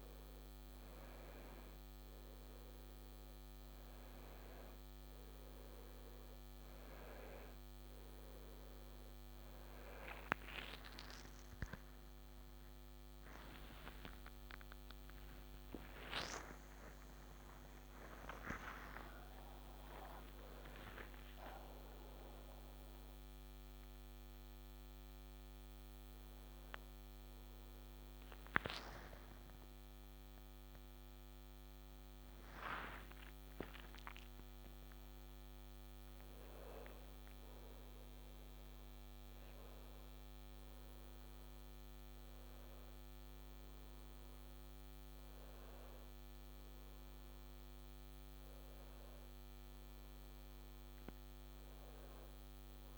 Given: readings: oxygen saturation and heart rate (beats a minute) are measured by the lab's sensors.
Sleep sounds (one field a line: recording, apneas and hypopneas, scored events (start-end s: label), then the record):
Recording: a person awake in a sleep study, by a microphone on the trachea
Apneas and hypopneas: none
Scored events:
0.00-26.50 s: oxygen desaturation (device-marked, oxygen 84% lowest, heart rate 67 extreme)
18.50-48.50 s: new sleep stage, awake
48.50-52.98 s: new sleep stage, N2 (light sleep)
From the record:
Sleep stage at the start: N2 (light sleep)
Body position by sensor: on the back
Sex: male